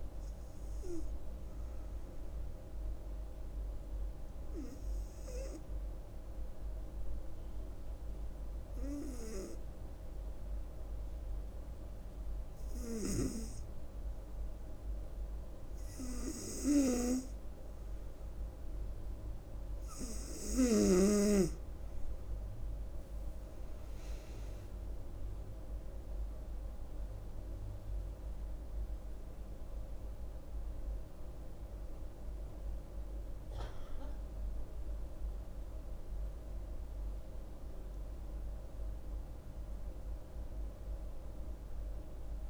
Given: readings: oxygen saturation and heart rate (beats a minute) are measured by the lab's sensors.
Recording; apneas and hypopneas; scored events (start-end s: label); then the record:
breathing in sleep by a room microphone; 1
3.00-18.00 s: hypopnea (oxygen 97% before, 92% lowest, heart rate 70 before, 68 extreme, up 4 after)
17.50-35.50 s: oxygen desaturation (device-marked, oxygen 96% before, 92% lowest, heart rate 69 before, 70 extreme)
29.50-33.50 s: arousal
From the record:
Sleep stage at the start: N2 (light sleep); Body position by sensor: on the back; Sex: female